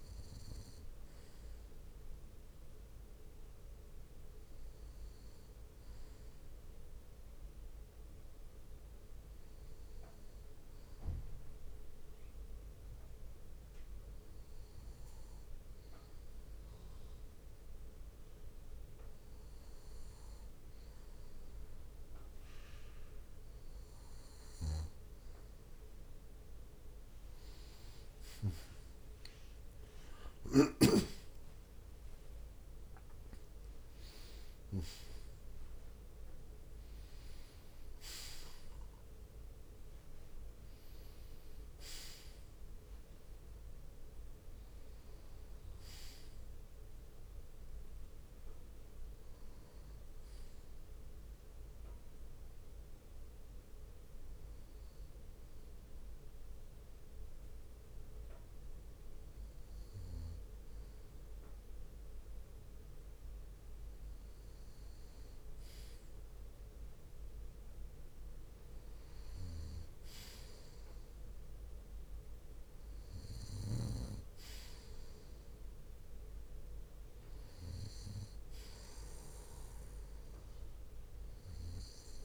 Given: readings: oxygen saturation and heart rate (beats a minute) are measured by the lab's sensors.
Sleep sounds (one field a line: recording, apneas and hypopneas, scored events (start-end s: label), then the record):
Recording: breathing in sleep by a room microphone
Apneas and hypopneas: 2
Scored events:
6.50-8.50 s: bradycardia (device-marked, heart rate 78 before, 62 extreme)
6.50-10.00 s: arousal
9.50-11.50 s: bradycardia (device-marked, heart rate 78 before, 57 extreme)
12.00-23.00 s: hypopnea (oxygen 95% before, 94% lowest, heart rate 63 before, 60 extreme, up 8 after)
28.00-32.50 s: arousal
52.50-64.00 s: hypopnea (oxygen 95% before, 94% lowest, heart rate 67 before, 58 extreme, up 11 after)
54.50-56.50 s: bradycardia (device-marked, heart rate 73 before, 63 extreme)
67.50-72.00 s: arousal
From the record:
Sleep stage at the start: N2 (light sleep)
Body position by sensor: on the back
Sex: male